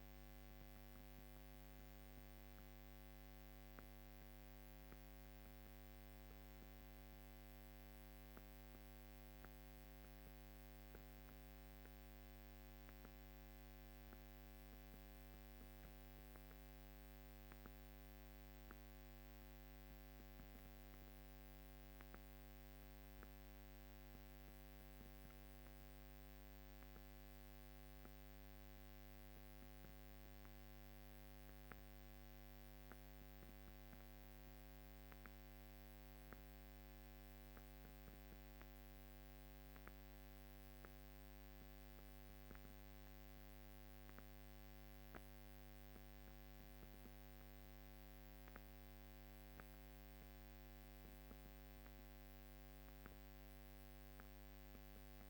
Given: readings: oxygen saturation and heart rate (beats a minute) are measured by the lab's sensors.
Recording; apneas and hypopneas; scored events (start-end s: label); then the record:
breathing in sleep, hard to hear, by a microphone on the trachea; none
0.00-10.50 s: oxygen desaturation (device-marked, oxygen 91% lowest, heart rate 49 extreme)
8.50-22.50 s: drop in pulse transit time (device-marked, heart rate 54 before, 51 extreme)
From the record:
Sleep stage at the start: N2 (light sleep); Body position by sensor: on the back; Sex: female